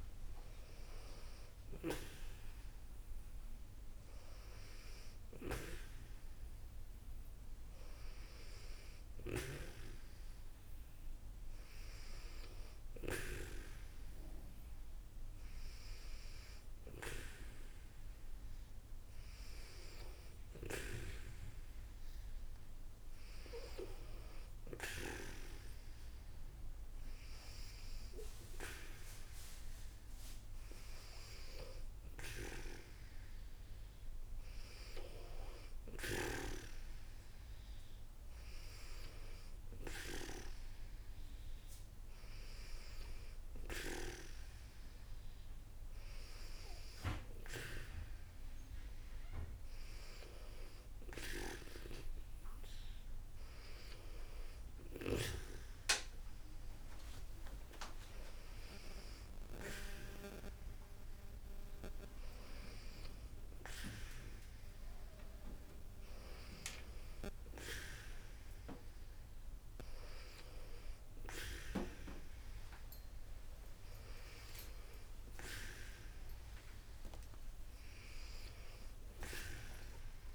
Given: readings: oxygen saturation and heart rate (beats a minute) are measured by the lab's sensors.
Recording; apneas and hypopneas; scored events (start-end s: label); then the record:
a person partly awake in a sleep study, by a room microphone; none
4.00-34.00 s: new sleep stage, N1 (lightest sleep)
34.00-64.00 s: new sleep stage, N2 (light sleep)
64.00-80.35 s: new sleep stage, awake
From the record:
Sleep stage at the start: awake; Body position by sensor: on the back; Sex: female